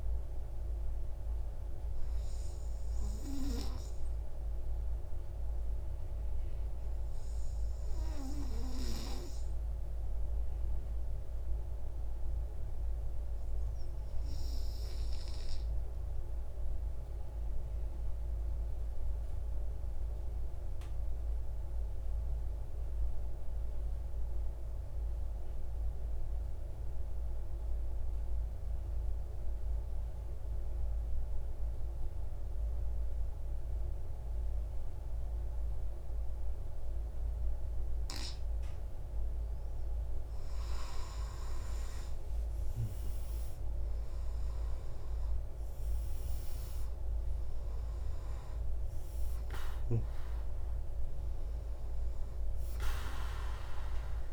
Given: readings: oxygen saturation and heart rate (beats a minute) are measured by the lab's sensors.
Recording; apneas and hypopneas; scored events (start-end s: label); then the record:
breathing in sleep by a room microphone; 1
13.00-39.50 s: obstructive apnea (oxygen 98% before, 92% lowest)
30.00-54.33 s: oxygen desaturation (device-marked, oxygen 98% before, 92% lowest)
41.50-46.00 s: arousal
From the record:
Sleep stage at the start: N2 (light sleep); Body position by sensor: on the right side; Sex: male